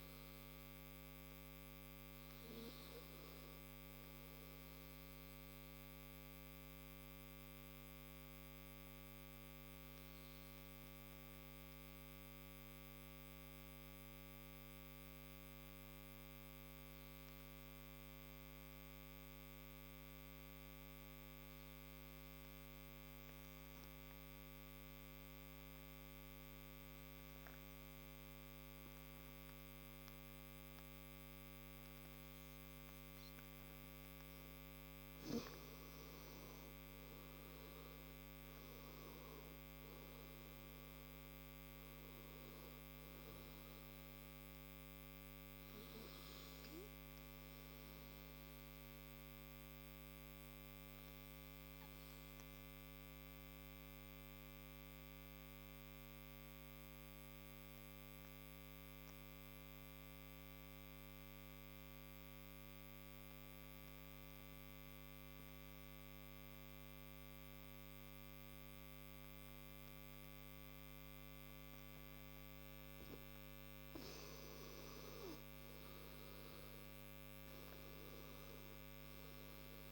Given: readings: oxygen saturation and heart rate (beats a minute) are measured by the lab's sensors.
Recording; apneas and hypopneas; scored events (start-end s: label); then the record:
breathing in sleep, hard to hear, by a microphone on the trachea; 2
0.00-15.00 s: oxygen desaturation (device-marked, oxygen 89% lowest)
4.50-34.00 s: mixed apnea (oxygen 98% before, 87% lowest)
30.00-62.00 s: oxygen desaturation (device-marked, oxygen 98% before, 87% lowest, heart rate 36 before, 29 extreme)
37.00-41.00 s: arousal
46.50-71.00 s: obstructive apnea (oxygen 98% before, 87% lowest, heart rate 59 before, 29 extreme, up 38 after)
74.00-77.00 s: arousal
74.00-79.92 s: oxygen desaturation (device-marked, oxygen 98% before, 88% lowest, heart rate 37 before, 30 extreme)
From the record:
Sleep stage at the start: N2 (light sleep); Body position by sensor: on the right side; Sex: male